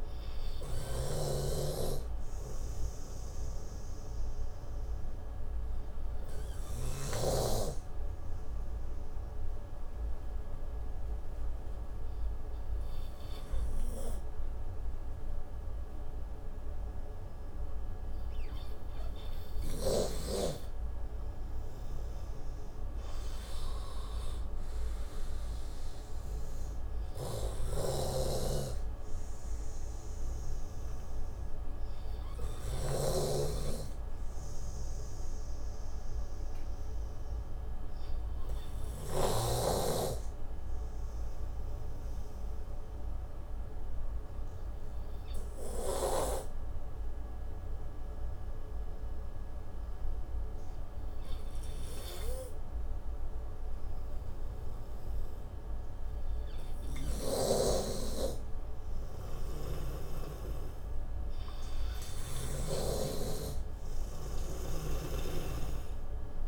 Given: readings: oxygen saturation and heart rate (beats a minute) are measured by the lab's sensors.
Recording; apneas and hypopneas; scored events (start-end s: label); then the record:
breathing in sleep by a room microphone; 2
0.00-16.00 s: oxygen desaturation (device-marked, oxygen 96% before, 91% lowest)
1.50-8.00 s: snoring (device-marked)
4.00-20.00 s: obstructive apnea (oxygen 96% before, 91% lowest)
22.00-25.00 s: arousal
28.00-33.50 s: snoring (device-marked)
29.50-58.00 s: obstructive apnea (oxygen 96% before, 90% lowest)
31.00-41.00 s: oxygen desaturation (device-marked, oxygen 97% before, 93% lowest)
59.50-62.50 s: arousal
60.00-63.50 s: snoring (device-marked)
63.00-66.48 s: oxygen desaturation (device-marked, oxygen 96% before, 92% lowest)
From the record:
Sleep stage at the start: N2 (light sleep); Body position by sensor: on the right side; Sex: male